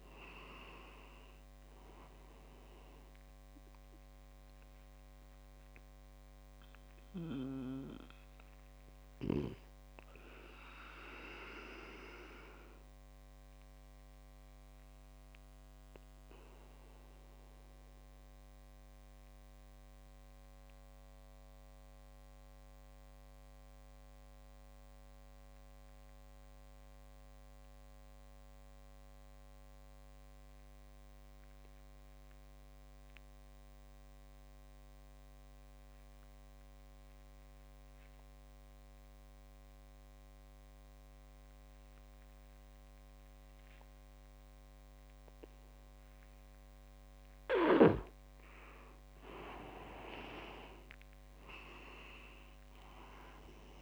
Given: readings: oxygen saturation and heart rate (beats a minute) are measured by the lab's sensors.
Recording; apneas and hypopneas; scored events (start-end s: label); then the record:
breathing in sleep by a microphone on the trachea; 1
0.00-1.00 s: leg movement (device-marked)
0.00-24.00 s: oxygen desaturation (device-marked, oxygen 88% lowest)
6.50-46.00 s: obstructive apnea (oxygen 98% before, 88% lowest)
40.00-53.82 s: oxygen desaturation (device-marked, oxygen 98% before, 89% lowest)
49.00-53.50 s: arousal
From the record:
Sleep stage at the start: N2 (light sleep); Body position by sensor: on the back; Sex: male